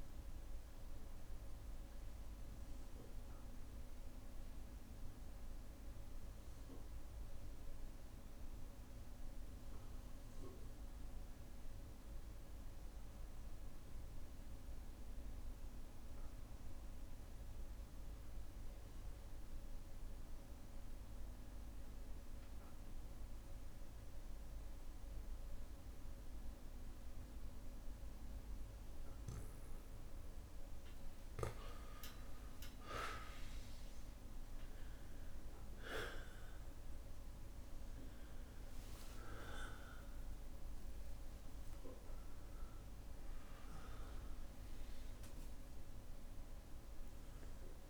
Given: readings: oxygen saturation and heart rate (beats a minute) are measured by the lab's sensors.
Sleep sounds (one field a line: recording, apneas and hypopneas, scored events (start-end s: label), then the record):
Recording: a person partly awake in a sleep study, hard to hear, by a room microphone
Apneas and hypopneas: 1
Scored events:
0.00-10.50 s: oxygen desaturation (device-marked, oxygen 92% lowest, heart rate 58 extreme)
0.00-16.50 s: bradycardia (device-marked, heart rate 58 extreme)
2.50-29.50 s: obstructive apnea (oxygen 98% before, 92% lowest, heart rate 82 before, 58 extreme, up 2 after)
27.50-47.90 s: oxygen desaturation (device-marked, oxygen 99% before, 93% lowest, heart rate 59 before, 57 extreme)
33.50-47.90 s: new sleep stage, awake
37.50-45.50 s: tachycardia (device-marked, heart rate 63 before, 155 extreme)
40.00-42.00 s: long interval between heartbeats (device-marked, heart rate 61 before, 86 extreme)
42.50-44.50 s: long interval between heartbeats (device-marked, heart rate 67 before, 141 extreme)
45.00-47.00 s: long interval between heartbeats (device-marked, heart rate 75 before, 135 extreme)
From the record:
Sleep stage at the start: N2 (light sleep)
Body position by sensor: on the back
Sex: male